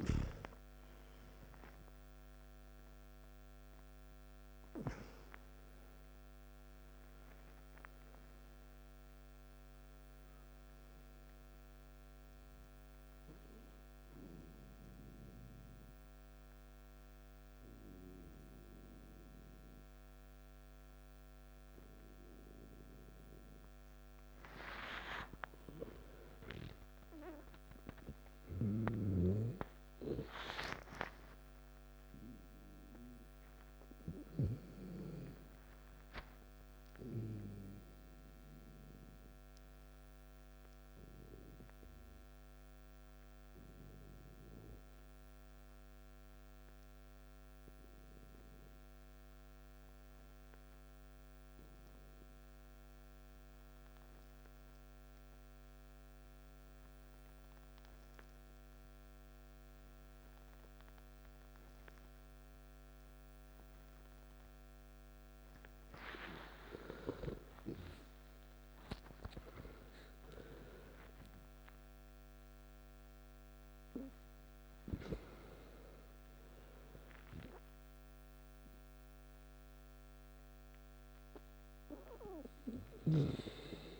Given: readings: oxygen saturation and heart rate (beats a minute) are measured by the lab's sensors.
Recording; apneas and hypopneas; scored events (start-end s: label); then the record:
breathing in sleep by a microphone on the trachea; 2
0.00-23.00 s: oxygen desaturation (device-marked, oxygen 88% lowest, heart rate 52 extreme)
14.50-25.00 s: hypopnea (oxygen 95% before, 88% lowest, heart rate 65 before, 52 extreme, up 7 after)
25.50-31.00 s: arousal
40.00-66.00 s: obstructive apnea (oxygen 99% before, 89% lowest, heart rate 56 before, 51 extreme, up 15 after)
61.00-84.00 s: oxygen desaturation (device-marked, oxygen 97% before, 89% lowest, heart rate 53 before, 53 extreme)
66.50-71.00 s: arousal
From the record:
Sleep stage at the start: N2 (light sleep); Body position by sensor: on the back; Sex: male